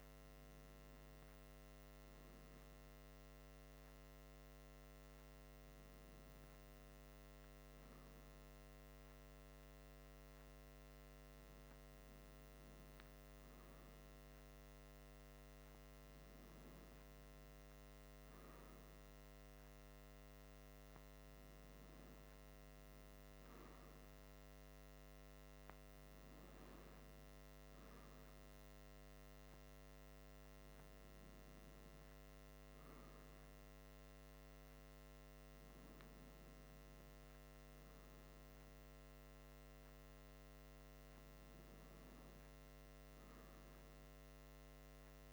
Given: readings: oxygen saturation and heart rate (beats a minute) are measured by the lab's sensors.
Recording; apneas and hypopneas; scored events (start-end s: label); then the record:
breathing in sleep, hard to hear, by a microphone on the trachea; none
none scored
From the record:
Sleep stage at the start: N2 (light sleep); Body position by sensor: on the back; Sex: male